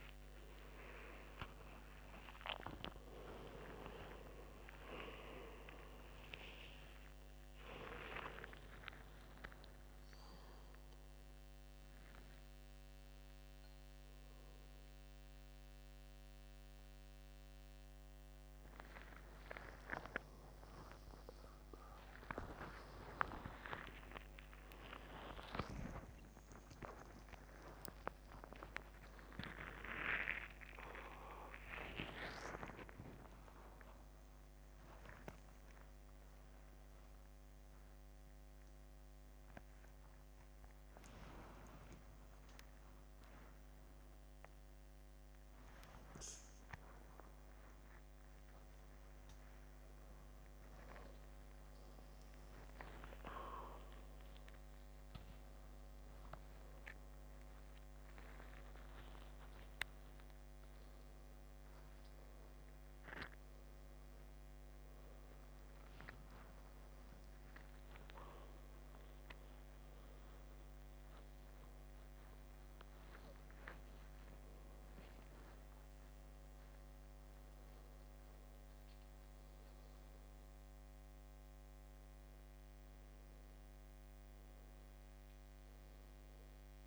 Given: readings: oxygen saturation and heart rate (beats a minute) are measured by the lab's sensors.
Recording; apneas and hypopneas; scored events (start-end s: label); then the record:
a person awake in a sleep study, by a microphone on the trachea; none
0.00-15.00 s: oxygen desaturation (device-marked, oxygen 90% lowest, heart rate 77 extreme)
58.00-86.87 s: oxygen desaturation (device-marked, oxygen 99% before, 91% lowest, heart rate 116 before, 93 extreme)
From the record:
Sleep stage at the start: awake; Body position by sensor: upright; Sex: male